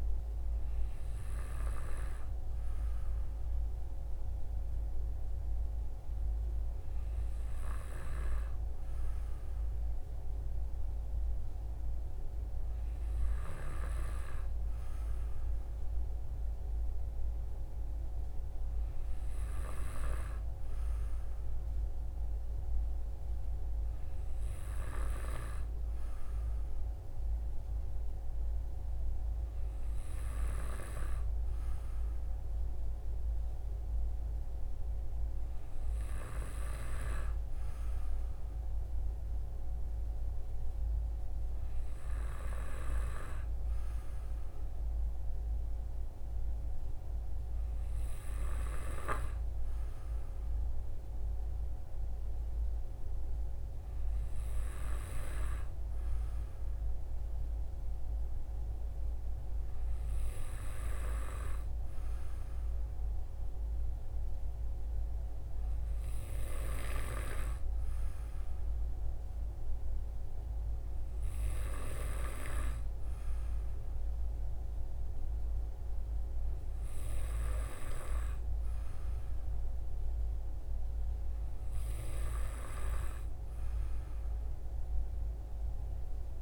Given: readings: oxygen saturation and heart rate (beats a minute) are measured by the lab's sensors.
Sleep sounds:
breathing in sleep by a room microphone; none
none scored
From the record:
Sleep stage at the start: N2 (light sleep); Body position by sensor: on the back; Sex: male

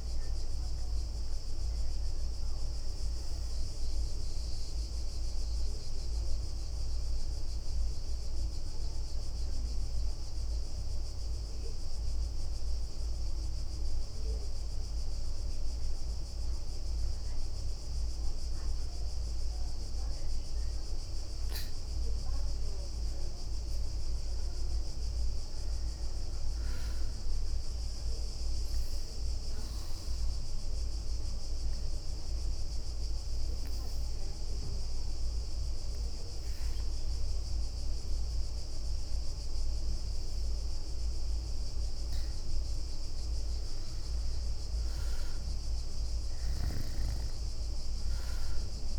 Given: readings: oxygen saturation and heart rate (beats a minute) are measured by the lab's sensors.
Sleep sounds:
breathing in sleep, hard to hear, by a room microphone; 1
0.00-14.00 s: oxygen desaturation (device-marked, oxygen 93% lowest, heart rate 61 extreme)
18.00-48.99 s: new sleep stage, N2 (light sleep)
22.00-25.50 s: arousal
27.00-40.00 s: oxygen desaturation (device-marked, oxygen 99% before, 96% lowest, heart rate 64 before, 55 extreme)
29.00-42.00 s: mixed apnea (oxygen 99% before, 92% lowest, heart rate 64 before, 55 extreme, up 9 after)
44.00-48.00 s: arousal
47.00-48.99 s: oxygen desaturation (device-marked, oxygen 98% before, 92% lowest, heart rate 64 before, 55 extreme)
From the record:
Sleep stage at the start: N1 (lightest sleep); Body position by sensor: on the back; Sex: female

